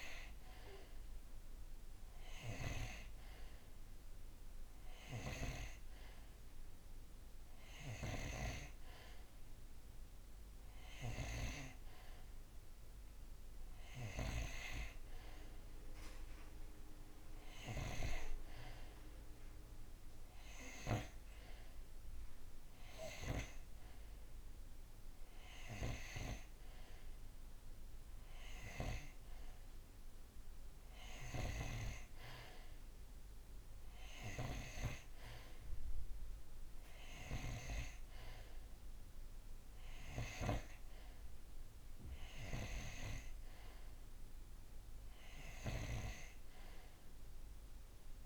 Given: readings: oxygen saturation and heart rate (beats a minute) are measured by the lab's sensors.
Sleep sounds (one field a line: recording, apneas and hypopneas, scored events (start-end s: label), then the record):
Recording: breathing in sleep by a room microphone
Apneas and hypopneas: none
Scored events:
none scored
From the record:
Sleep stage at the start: N2 (light sleep)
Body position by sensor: on the right side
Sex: male